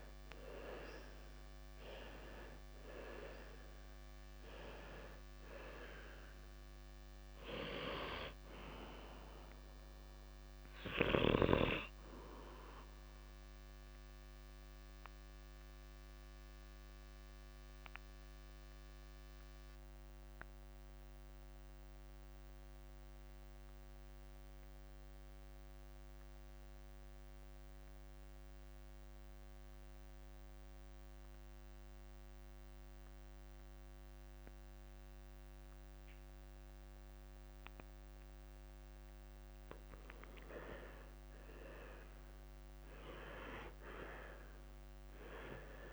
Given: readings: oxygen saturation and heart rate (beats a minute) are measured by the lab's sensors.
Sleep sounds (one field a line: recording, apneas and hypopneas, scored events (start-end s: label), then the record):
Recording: breathing in sleep by a microphone on the trachea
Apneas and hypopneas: 1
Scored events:
0.00-1.00 s: arousal
0.00-34.50 s: oxygen desaturation (device-marked, oxygen 79% lowest, heart rate 29 extreme)
1.00-3.00 s: long interval between heartbeats (device-marked, heart rate 48 before, 67 extreme)
7.00-9.00 s: long interval between heartbeats (device-marked, heart rate 48 before, 30 extreme)
14.50-39.00 s: obstructive apnea (oxygen 90% before, 79% lowest, heart rate 48 before, 38 extreme, up 31 after)
20.00-22.00 s: long interval between heartbeats (device-marked, heart rate 46 before, 55 extreme)
25.50-27.50 s: long interval between heartbeats (device-marked, heart rate 44 before, 47 extreme)
28.50-30.50 s: long interval between heartbeats (device-marked, heart rate 47 before, 56 extreme)
34.50-36.50 s: long interval between heartbeats (device-marked, heart rate 49 before, 43 extreme)
40.00-42.00 s: long interval between heartbeats (device-marked, heart rate 47 before, 57 extreme)
41.00-45.50 s: arousal
From the record:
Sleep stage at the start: N2 (light sleep)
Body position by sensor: on the left side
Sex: male